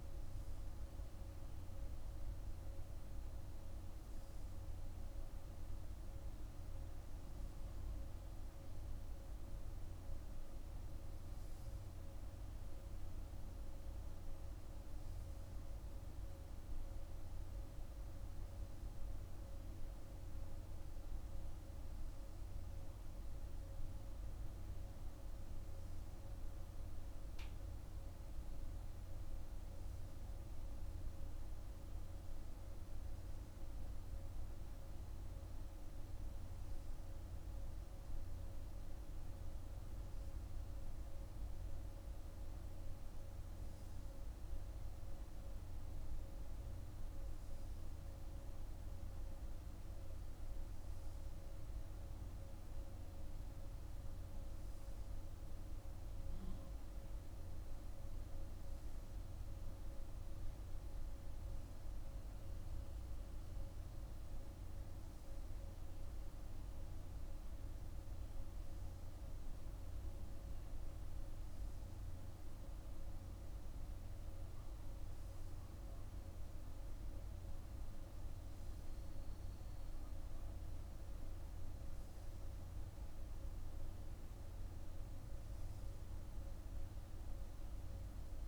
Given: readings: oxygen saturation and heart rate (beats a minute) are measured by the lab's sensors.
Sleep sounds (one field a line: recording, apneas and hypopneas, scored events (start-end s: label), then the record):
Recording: breathing in sleep, hard to hear, by a room microphone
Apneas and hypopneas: none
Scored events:
none scored
From the record:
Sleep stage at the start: N2 (light sleep)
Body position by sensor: on the right side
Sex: male